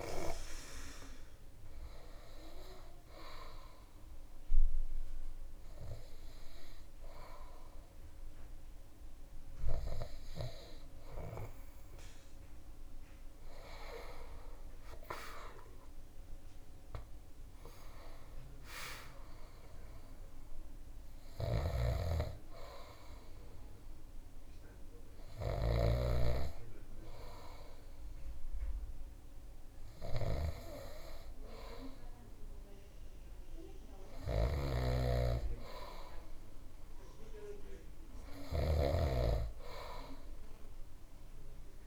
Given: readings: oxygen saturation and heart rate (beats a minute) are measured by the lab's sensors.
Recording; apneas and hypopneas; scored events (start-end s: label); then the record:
breathing in sleep by a room microphone; 2
2.50-13.00 s: obstructive apnea (oxygen 100% before, 96% lowest)
15.00-18.50 s: arousal
21.00-25.50 s: snoring (device-marked)
21.00-39.00 s: oxygen desaturation (device-marked, oxygen 99% before, 96% lowest)
21.50-31.50 s: hypopnea (oxygen 100% before, 96% lowest)
33.50-36.50 s: arousal
34.00-41.87 s: snoring (device-marked)
From the record:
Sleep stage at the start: N2 (light sleep); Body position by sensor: on the back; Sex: male